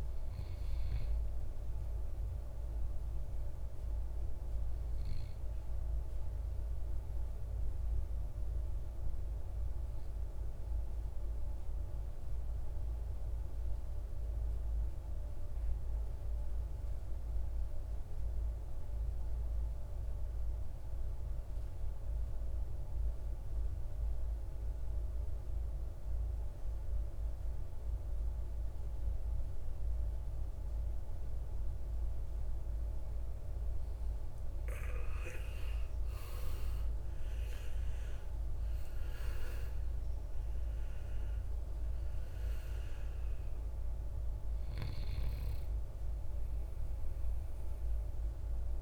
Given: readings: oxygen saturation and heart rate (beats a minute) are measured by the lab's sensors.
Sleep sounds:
breathing in sleep, hard to hear, by a room microphone; 1
0.00-11.50 s: oxygen desaturation (device-marked, oxygen 90% lowest, heart rate 55 extreme)
6.00-30.50 s: obstructive apnea (oxygen 95% before, 90% lowest, heart rate 69 before, 53 extreme, up 17 after)
32.50-48.82 s: oxygen desaturation (device-marked, oxygen 98% before, 90% lowest, heart rate 57 before, 53 extreme)
33.00-37.00 s: arousal
From the record:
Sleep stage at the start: N2 (light sleep); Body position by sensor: on the right side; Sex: male

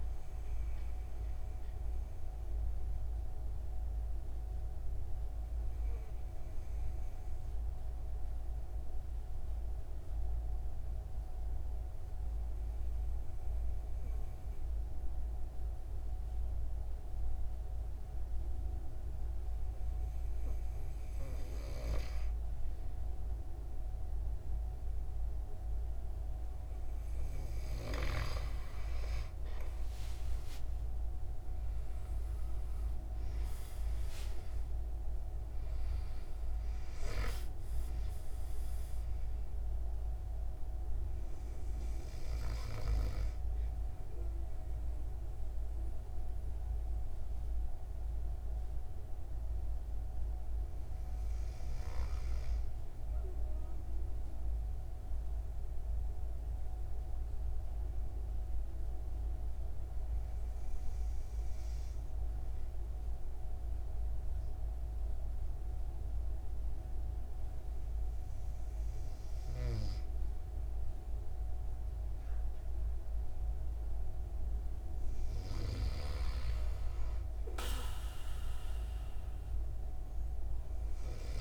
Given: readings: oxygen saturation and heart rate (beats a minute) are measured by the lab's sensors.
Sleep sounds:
breathing in sleep by a room microphone; 2
0.00-1.50 s: oxygen desaturation (device-marked, oxygen 93% lowest)
0.50-22.50 s: obstructive apnea (oxygen 97% before, 91% lowest)
29.50-34.00 s: arousal
29.50-51.50 s: oxygen desaturation (device-marked, oxygen 97% before, 91% lowest, heart rate 52 before, 61 extreme)
46.00-74.00 s: hypopnea (oxygen 97% before, 91% lowest, heart rate 63 before, 61 extreme)
From the record:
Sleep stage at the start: N2 (light sleep); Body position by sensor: on the right side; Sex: male

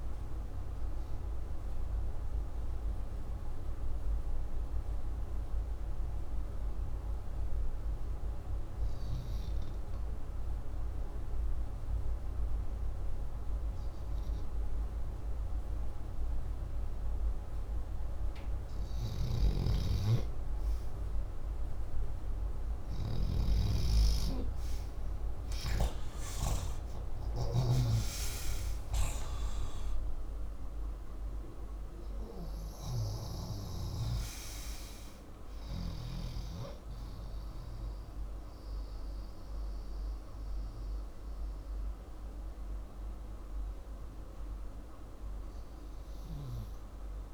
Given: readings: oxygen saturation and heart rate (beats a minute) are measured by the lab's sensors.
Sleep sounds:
breathing in sleep by a room microphone; 1
2.00-18.00 s: obstructive apnea (oxygen 96% before, 90% lowest, heart rate 94 before, 86 extreme, up 34 after)
18.50-23.00 s: snoring (device-marked)
23.00-27.50 s: arousal
From the record:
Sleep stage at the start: REM sleep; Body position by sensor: upright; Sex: male

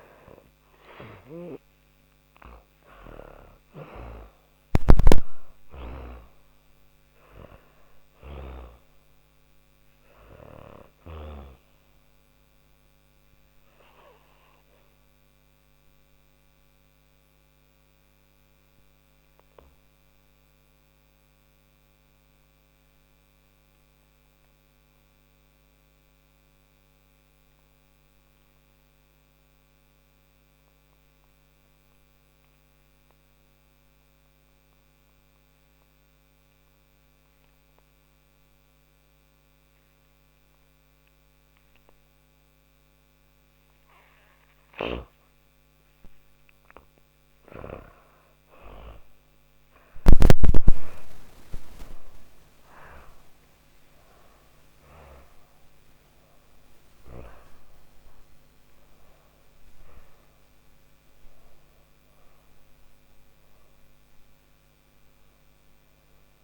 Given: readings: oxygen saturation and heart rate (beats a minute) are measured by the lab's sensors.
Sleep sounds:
a person partly awake in a sleep study, by a microphone on the trachea; 1
0.00-3.50 s: arousal
0.00-23.50 s: oxygen desaturation (device-marked, oxygen 84% lowest, heart rate 39 extreme)
2.00-7.00 s: snoring (device-marked)
7.50-43.00 s: obstructive apnea (oxygen 100% before, 84% lowest, heart rate 52 before, 39 extreme, up 42 after)
42.50-66.44 s: oxygen desaturation (device-marked, oxygen 99% before, 90% lowest, heart rate 46 before, 56 extreme)
47.50-66.44 s: new sleep stage, awake
From the record:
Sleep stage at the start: N2 (light sleep); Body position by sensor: on the back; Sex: female

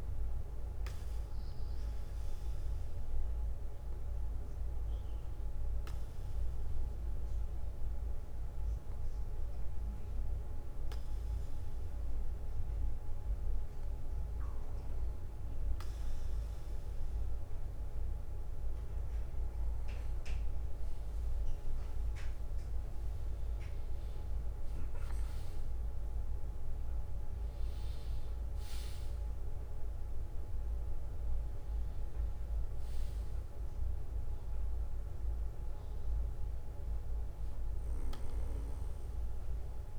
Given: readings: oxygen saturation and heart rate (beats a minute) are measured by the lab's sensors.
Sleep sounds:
breathing in sleep, hard to hear, by a room microphone; 1
3.00-20.00 s: bradycardia (device-marked, heart rate 68 before, 58 extreme)
4.00-15.50 s: hypopnea (oxygen 96% before, 94% lowest, heart rate 59 before, 56 extreme, up 2 after)
19.50-23.50 s: arousal
38.00-39.99 s: bradycardia (device-marked, heart rate 68 before, 56 extreme)
From the record:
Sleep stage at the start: N2 (light sleep); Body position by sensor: on the back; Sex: male

